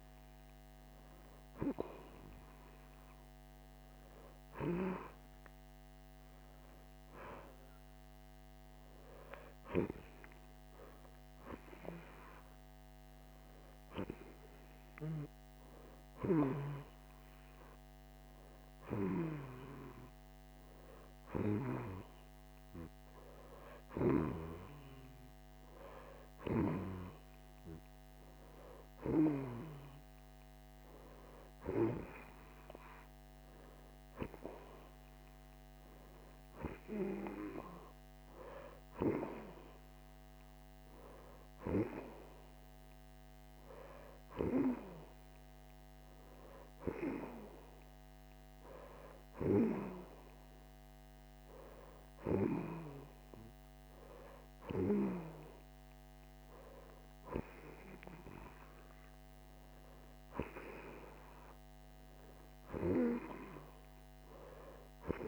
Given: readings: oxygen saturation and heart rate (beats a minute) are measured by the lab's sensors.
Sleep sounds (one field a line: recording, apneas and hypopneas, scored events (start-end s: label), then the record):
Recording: breathing in sleep by a microphone on the trachea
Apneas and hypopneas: none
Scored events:
none scored
From the record:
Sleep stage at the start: N2 (light sleep)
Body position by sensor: on the right side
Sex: female